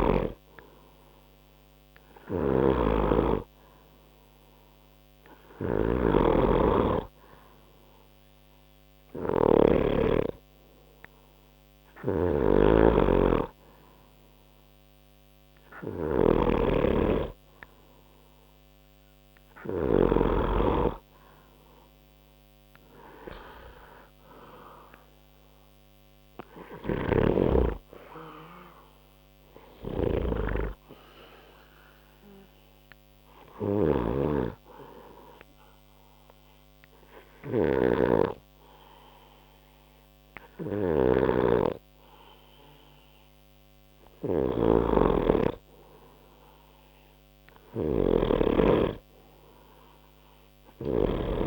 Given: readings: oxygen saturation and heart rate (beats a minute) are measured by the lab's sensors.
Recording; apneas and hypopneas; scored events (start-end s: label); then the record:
breathing in sleep by a microphone on the trachea; 1
0.00-10.00 s: oxygen desaturation (device-marked, oxygen 92% lowest, heart rate 61 extreme)
0.00-10.00 s: snoring (device-marked)
12.00-20.50 s: snoring (device-marked)
27.00-31.00 s: arousal
27.00-51.47 s: snoring (device-marked)
36.00-47.00 s: hypopnea (oxygen 93% before, 89% lowest, heart rate 63 before, 61 extreme, up 1 after)
49.00-51.47 s: arousal
From the record:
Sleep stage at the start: N2 (light sleep); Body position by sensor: on the right side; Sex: male